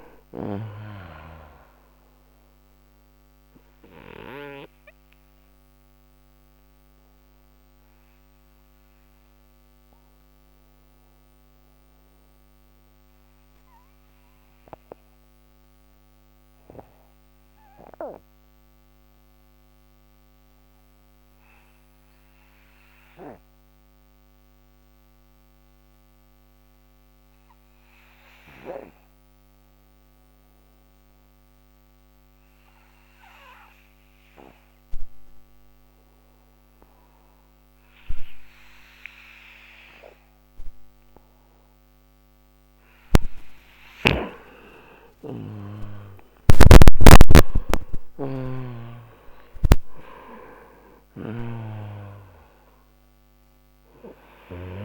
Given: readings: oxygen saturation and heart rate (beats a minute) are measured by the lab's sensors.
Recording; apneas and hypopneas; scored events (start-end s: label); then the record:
breathing in sleep by a microphone on the trachea; 1
3.00-23.00 s: oxygen desaturation (device-marked, oxygen 95% before, 88% lowest, heart rate 96 before, 70 extreme)
8.00-37.50 s: obstructive apnea (oxygen 98% before, 88% lowest, heart rate 106 before, 59 extreme, up 26 after)
44.00-49.00 s: arousal
From the record:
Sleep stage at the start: N2 (light sleep); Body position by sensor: on the right side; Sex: male